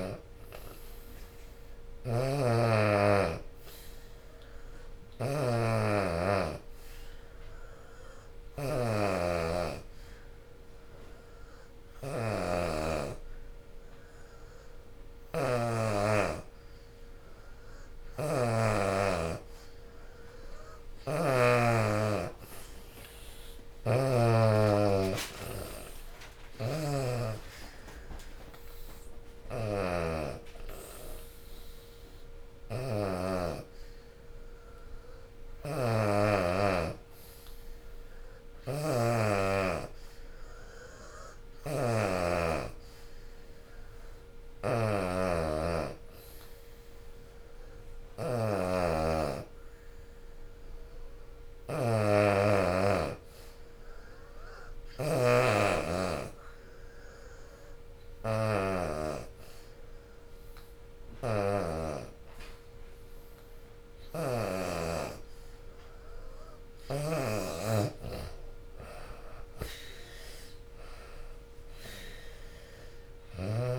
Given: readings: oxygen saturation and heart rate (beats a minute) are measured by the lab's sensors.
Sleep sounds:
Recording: breathing in sleep by a room microphone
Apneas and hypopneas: 2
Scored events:
2.50-18.00 s: hypopnea (oxygen 89% before, 80% lowest, heart rate 81 before, 72 extreme, up 6 after)
8.50-40.50 s: oxygen desaturation (device-marked, oxygen 92% before, 81% lowest, heart rate 79 before, 69 extreme)
21.00-25.00 s: arousal
30.50-66.00 s: hypopnea (oxygen 92% before, 80% lowest, heart rate 80 before, 66 extreme, up 17 after)
42.50-53.50 s: oxygen desaturation (device-marked, oxygen 87% before, 82% lowest, heart rate 80 before, 69 extreme)
54.50-63.50 s: drop in pulse transit time (device-marked, heart rate 75 before, 76 extreme)
59.50-72.50 s: oxygen desaturation (device-marked, oxygen 85% before, 80% lowest, heart rate 77 before, 66 extreme)
67.50-71.00 s: arousal
From the record:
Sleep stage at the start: N2 (light sleep)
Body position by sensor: on the back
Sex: female

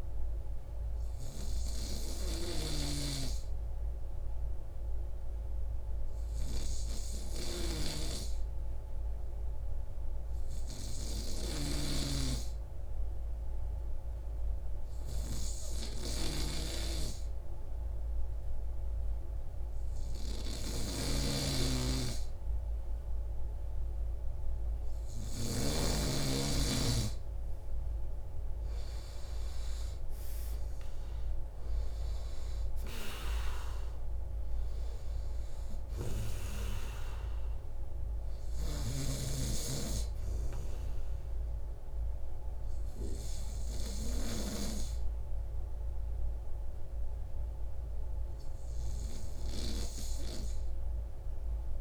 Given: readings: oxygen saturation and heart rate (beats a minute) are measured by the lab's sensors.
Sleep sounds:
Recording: breathing in sleep by a room microphone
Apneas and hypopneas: none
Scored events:
46.50-51.00 s: arousal
From the record:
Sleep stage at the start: N3 (deep sleep)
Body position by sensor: on the right side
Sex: male

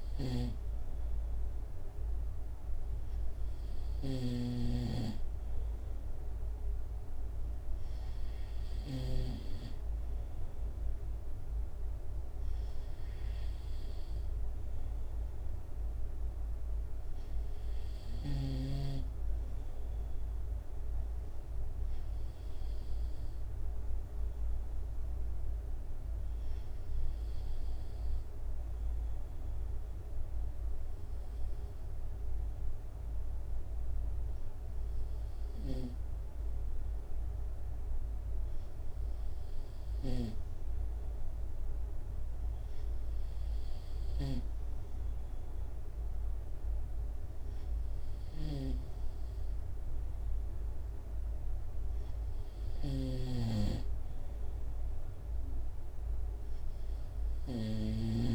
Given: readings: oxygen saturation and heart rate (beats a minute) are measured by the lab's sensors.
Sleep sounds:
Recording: breathing in sleep by a room microphone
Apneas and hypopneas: none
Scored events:
0.00-9.50 s: snoring (device-marked)
15.00-17.00 s: long interval between heartbeats (device-marked, heart rate 69 before, 74 extreme)
53.00-58.34 s: snoring (device-marked)
From the record:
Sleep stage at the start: N2 (light sleep)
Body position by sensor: on the right side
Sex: male

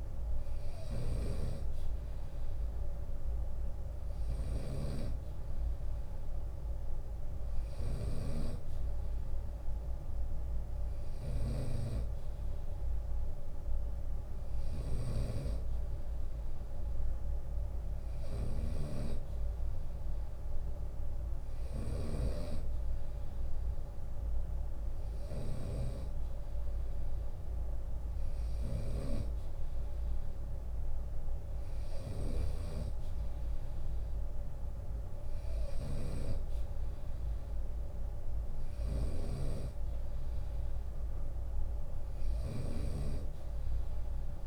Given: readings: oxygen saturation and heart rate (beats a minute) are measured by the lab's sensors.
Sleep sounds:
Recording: breathing in sleep by a room microphone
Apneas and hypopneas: none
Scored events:
0.00-31.50 s: snoring (device-marked)
5.50-7.50 s: long interval between heartbeats (device-marked, heart rate 78 before, 81 extreme)
24.50-26.50 s: long interval between heartbeats (device-marked, heart rate 78 before, 80 extreme)
38.00-44.47 s: snoring (device-marked)
From the record:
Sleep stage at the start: N2 (light sleep)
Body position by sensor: on the right side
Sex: male

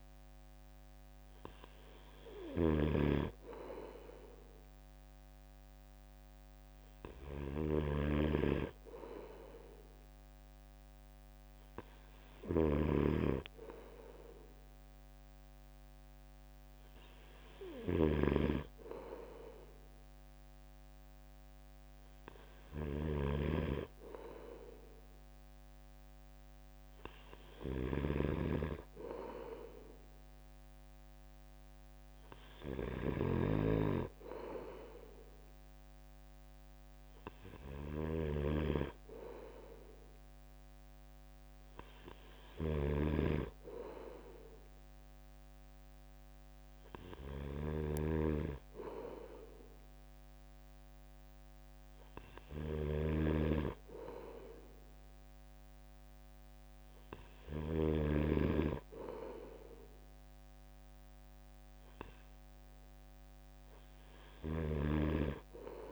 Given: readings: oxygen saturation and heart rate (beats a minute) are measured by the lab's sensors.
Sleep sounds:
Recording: breathing in sleep by a microphone on the trachea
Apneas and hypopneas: none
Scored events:
0.00-57.50 s: snoring (device-marked)
47.50-49.50 s: long interval between heartbeats (device-marked, heart rate 66 before, 76 extreme)
64.00-65.92 s: snoring (device-marked)
From the record:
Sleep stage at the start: N3 (deep sleep)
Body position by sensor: on the right side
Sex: male

